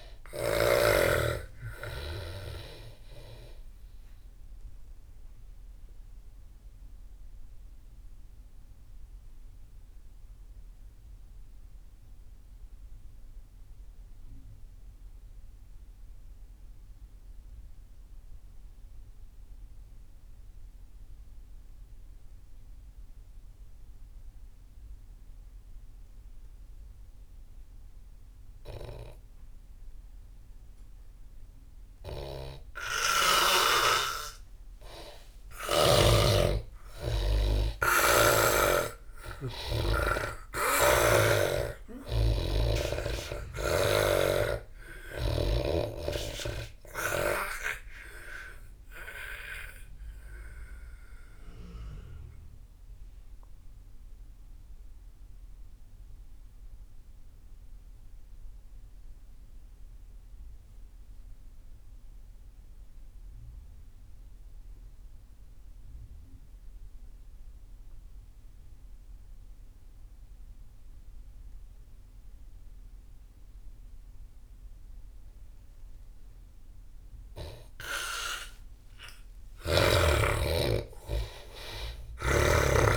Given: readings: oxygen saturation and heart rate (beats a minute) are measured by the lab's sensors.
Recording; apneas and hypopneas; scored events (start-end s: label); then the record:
breathing in sleep by a room microphone; 2
0.00-8.50 s: oxygen desaturation (device-marked, oxygen 83% lowest)
4.00-33.00 s: obstructive apnea (oxygen 98% before, 83% lowest)
29.50-59.50 s: oxygen desaturation (device-marked, oxygen 98% before, 85% lowest)
34.50-40.00 s: arousal
40.50-44.00 s: snoring (device-marked)
46.50-76.50 s: obstructive apnea (oxygen 99% before, 81% lowest)
72.50-82.97 s: oxygen desaturation (device-marked, oxygen 99% before, 81% lowest)
79.00-82.50 s: arousal
From the record:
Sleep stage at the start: N2 (light sleep); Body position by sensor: on the back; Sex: male